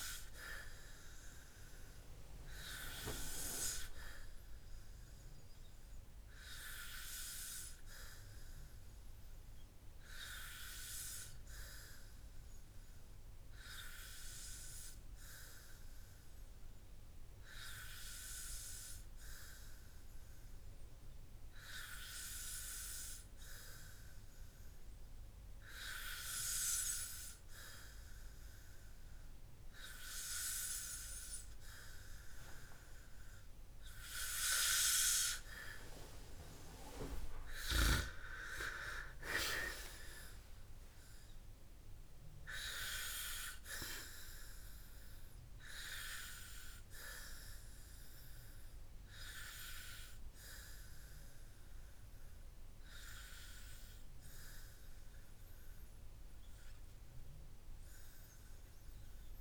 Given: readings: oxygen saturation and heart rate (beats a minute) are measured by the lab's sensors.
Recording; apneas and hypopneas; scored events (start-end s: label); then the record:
breathing in sleep by a room microphone; 1
6.00-25.50 s: hypopnea (oxygen 97% before, 94% lowest, heart rate 71 before, 55 extreme, up 6 after)
38.50-42.50 s: arousal
From the record:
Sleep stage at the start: N2 (light sleep); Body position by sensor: on the back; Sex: male